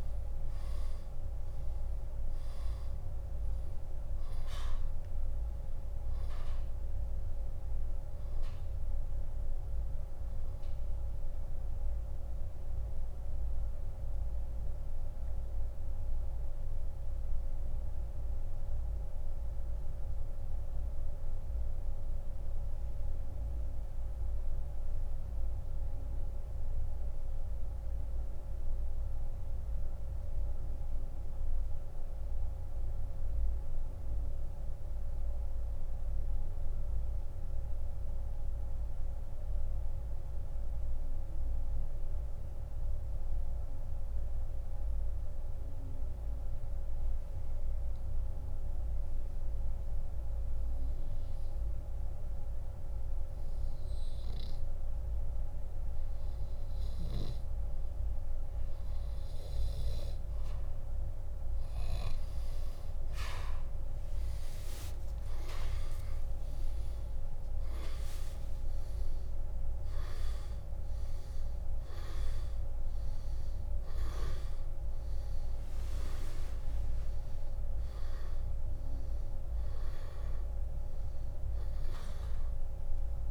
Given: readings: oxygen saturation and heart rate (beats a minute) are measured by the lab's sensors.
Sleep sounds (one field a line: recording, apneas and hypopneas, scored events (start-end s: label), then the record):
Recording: breathing in sleep, hard to hear, by a room microphone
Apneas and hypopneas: 1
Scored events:
0.00-48.50 s: oxygen desaturation (device-marked, oxygen 86% lowest, heart rate 57 extreme)
13.00-55.50 s: central apnea (oxygen 99% before, 84% lowest, heart rate 76 before, 57 extreme, up 10 after)
61.50-71.50 s: oxygen desaturation (device-marked, oxygen 97% before, 93% lowest, heart rate 75 before, 57 extreme)
64.50-68.00 s: arousal
73.50-75.50 s: oxygen desaturation (device-marked, oxygen 95% before, 91% lowest, heart rate 76 before, 68 extreme)
From the record:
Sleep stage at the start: N2 (light sleep)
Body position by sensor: on the back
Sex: male